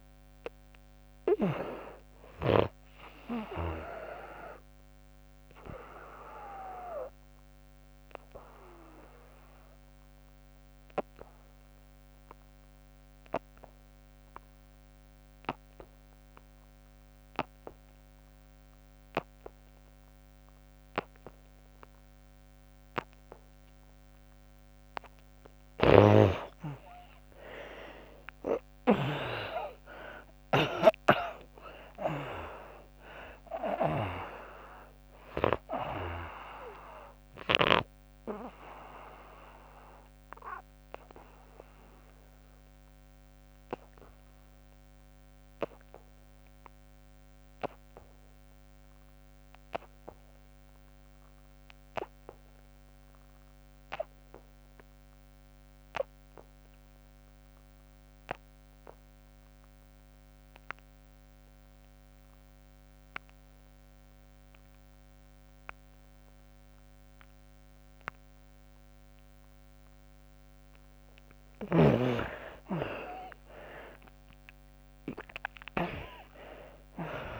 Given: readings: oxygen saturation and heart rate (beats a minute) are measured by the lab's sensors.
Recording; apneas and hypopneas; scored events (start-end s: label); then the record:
breathing in sleep by a microphone on the trachea; 2
0.00-13.50 s: oxygen desaturation (device-marked, oxygen 81% lowest, heart rate 65 extreme)
6.00-23.50 s: obstructive apnea (oxygen 99% before, 73% lowest, heart rate 104 before, 65 extreme, up 33 after)
21.50-50.50 s: oxygen desaturation (device-marked, oxygen 98% before, 78% lowest, heart rate 78 before, 59 extreme)
27.50-31.50 s: arousal
37.00-70.50 s: obstructive apnea (oxygen 98% before, 71% lowest, heart rate 82 before, 59 extreme, up 38 after)
58.50-77.39 s: oxygen desaturation (device-marked, oxygen 98% before, 71% lowest, heart rate 69 before, 59 extreme)
73.00-77.39 s: arousal
From the record:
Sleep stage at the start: N2 (light sleep); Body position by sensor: on the back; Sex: female